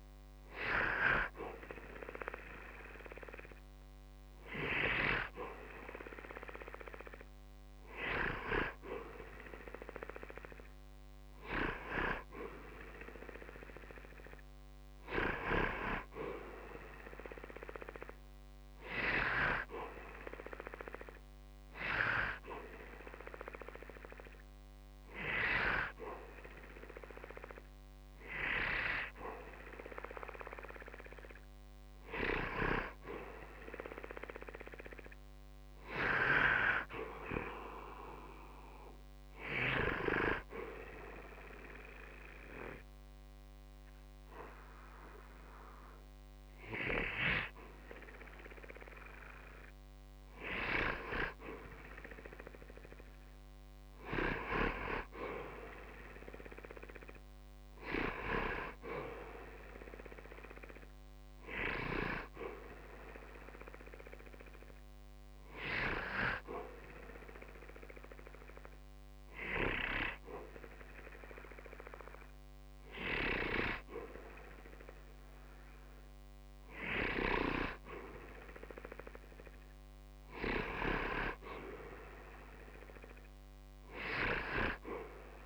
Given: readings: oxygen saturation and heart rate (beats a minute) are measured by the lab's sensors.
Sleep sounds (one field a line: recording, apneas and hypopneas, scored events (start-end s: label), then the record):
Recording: breathing in sleep by a microphone on the trachea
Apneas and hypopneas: 3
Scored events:
20.00-30.50 s: hypopnea (oxygen 92% before, 91% lowest, heart rate 72 before, 60 extreme, up 16 after)
32.50-35.50 s: arousal
39.00-50.00 s: hypopnea (oxygen 93% before, 90% lowest, heart rate 63 before, 60 extreme, up 0 after)
51.50-55.00 s: arousal
64.00-75.00 s: hypopnea (oxygen 93% before, 90% lowest, heart rate 60 before, 60 extreme, up 0 after)
77.50-81.50 s: arousal
From the record:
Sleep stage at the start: N2 (light sleep)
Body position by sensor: on the back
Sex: male